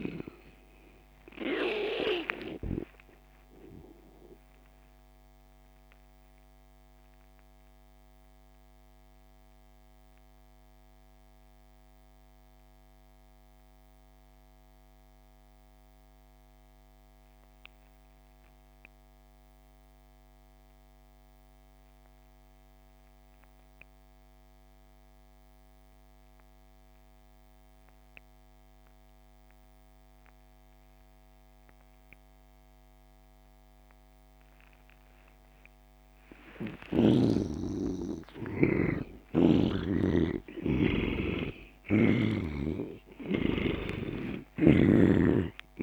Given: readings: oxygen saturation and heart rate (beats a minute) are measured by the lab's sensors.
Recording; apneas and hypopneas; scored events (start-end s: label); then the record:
breathing in sleep by a microphone on the trachea; 1
0.00-2.50 s: snoring (device-marked)
0.00-14.50 s: oxygen desaturation (device-marked, oxygen 76% lowest)
5.00-35.50 s: mixed apnea (oxygen 97% before, 76% lowest)
33.50-45.82 s: oxygen desaturation (device-marked, oxygen 97% before, 78% lowest)
36.50-41.50 s: arousal
From the record:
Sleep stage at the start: N2 (light sleep); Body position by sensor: on the back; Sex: male